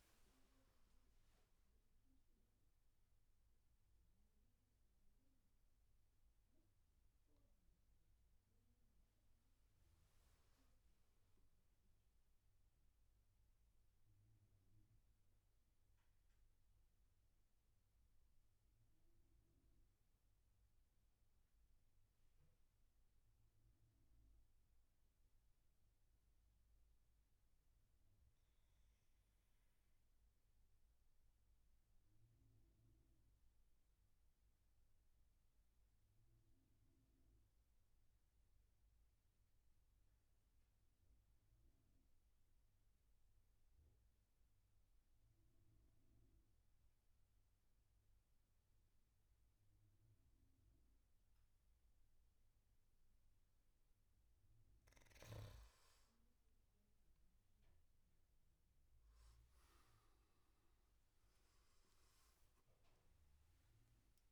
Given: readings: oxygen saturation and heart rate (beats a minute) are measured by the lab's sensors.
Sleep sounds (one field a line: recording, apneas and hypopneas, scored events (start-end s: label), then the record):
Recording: breathing in sleep, hard to hear, by a room microphone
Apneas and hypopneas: 1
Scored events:
0.00-19.50 s: oxygen desaturation (device-marked, oxygen 89% lowest, heart rate 62 extreme)
17.00-53.00 s: obstructive apnea (oxygen 96% before, 88% lowest, heart rate 75 before, 65 extreme, up 12 after)
40.50-64.32 s: oxygen desaturation (device-marked, oxygen 99% before, 88% lowest, heart rate 68 before, 63 extreme)
55.00-58.50 s: arousal
From the record:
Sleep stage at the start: N2 (light sleep)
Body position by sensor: on the back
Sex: male